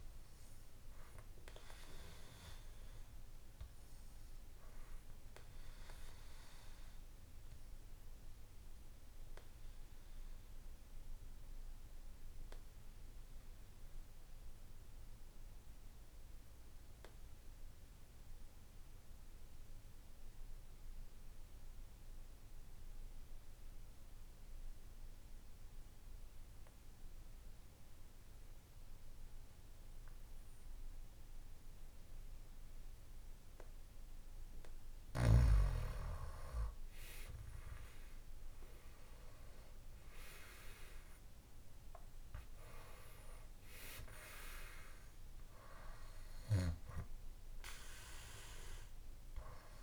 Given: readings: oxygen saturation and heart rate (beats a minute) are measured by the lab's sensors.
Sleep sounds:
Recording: breathing in sleep by a room microphone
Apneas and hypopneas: 1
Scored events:
2.50-34.00 s: obstructive apnea (oxygen 97% before, 90% lowest, heart rate 60 before, 55 extreme, up 8 after)
15.50-36.50 s: oxygen desaturation (device-marked, oxygen 97% before, 91% lowest, heart rate 59 before, 55 extreme)
38.00-42.50 s: arousal
From the record:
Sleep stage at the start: N2 (light sleep)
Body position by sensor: on the back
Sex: male

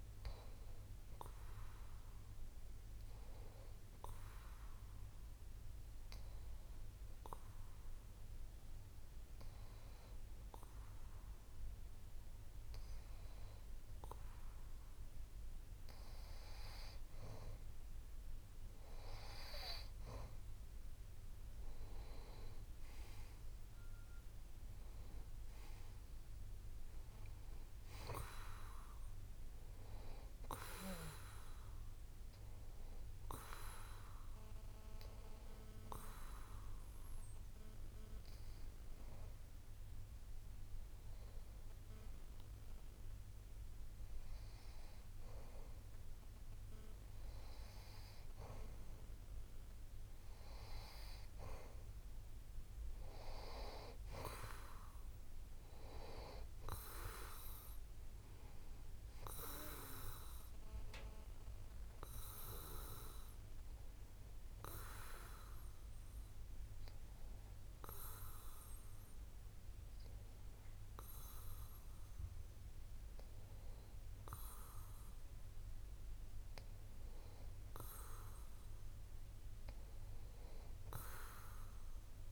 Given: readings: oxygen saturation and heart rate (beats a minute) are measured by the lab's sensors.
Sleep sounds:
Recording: breathing in sleep by a room microphone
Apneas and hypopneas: 3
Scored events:
2.50-16.50 s: hypopnea (oxygen 94% before, 91% lowest)
21.50-26.00 s: arousal
35.50-46.50 s: hypopnea (oxygen 93% before, 91% lowest)
51.50-55.00 s: arousal
67.00-77.50 s: hypopnea (oxygen 93% before, 91% lowest)
From the record:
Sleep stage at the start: N2 (light sleep)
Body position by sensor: on the back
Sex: male

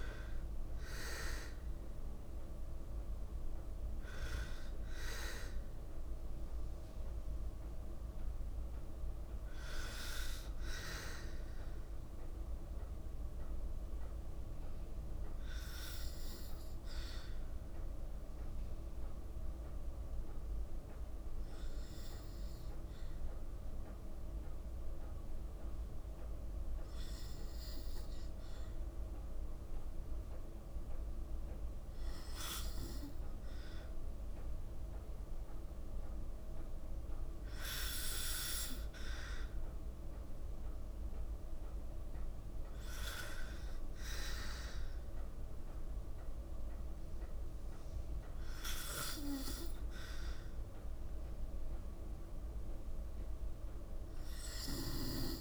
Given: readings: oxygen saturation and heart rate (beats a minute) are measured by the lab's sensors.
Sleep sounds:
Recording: breathing in sleep by a room microphone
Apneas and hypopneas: 1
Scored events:
17.00-30.50 s: hypopnea (oxygen 93% before, 90% lowest, heart rate 58 before, 53 extreme, up 1 after)
33.00-36.50 s: arousal
54.00-55.41 s: snoring (device-marked)
From the record:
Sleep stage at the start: N2 (light sleep)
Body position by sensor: on the back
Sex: female

